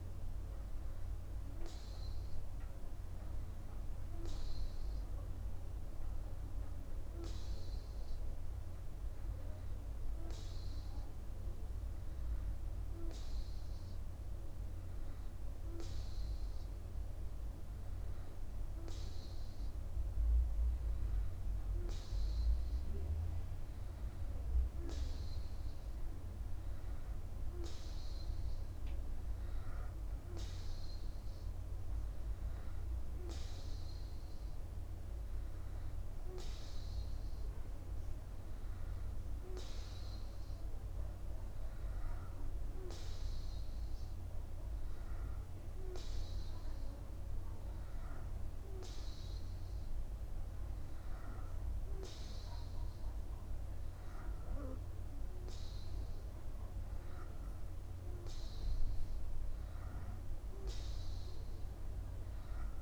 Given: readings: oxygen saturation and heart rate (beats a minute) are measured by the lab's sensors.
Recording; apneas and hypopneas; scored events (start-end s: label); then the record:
breathing in sleep, hard to hear, by a room microphone; none
none scored
From the record:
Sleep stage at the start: N2 (light sleep); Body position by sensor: upright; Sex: male